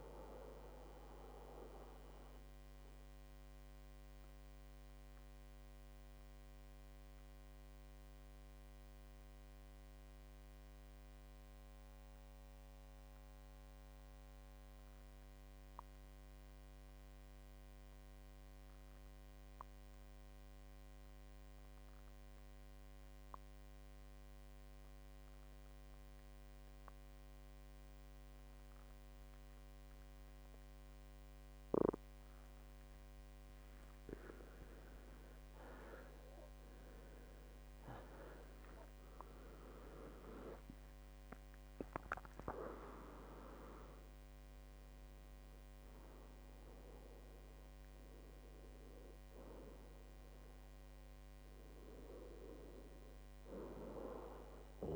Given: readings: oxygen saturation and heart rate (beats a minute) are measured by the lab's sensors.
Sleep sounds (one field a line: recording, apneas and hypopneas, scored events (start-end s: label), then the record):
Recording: breathing in sleep by a microphone on the trachea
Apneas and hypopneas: 1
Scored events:
0.00-16.50 s: oxygen desaturation (device-marked, oxygen 91% lowest, heart rate 59 extreme)
2.00-34.50 s: mixed apnea (oxygen 98% before, 91% lowest, heart rate 72 before, 59 extreme, up 21 after)
35.50-39.00 s: arousal
38.50-54.95 s: oxygen desaturation (device-marked, oxygen 98% before, 92% lowest, heart rate 62 before, 61 extreme)
From the record:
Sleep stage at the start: N2 (light sleep)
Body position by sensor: on the back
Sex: male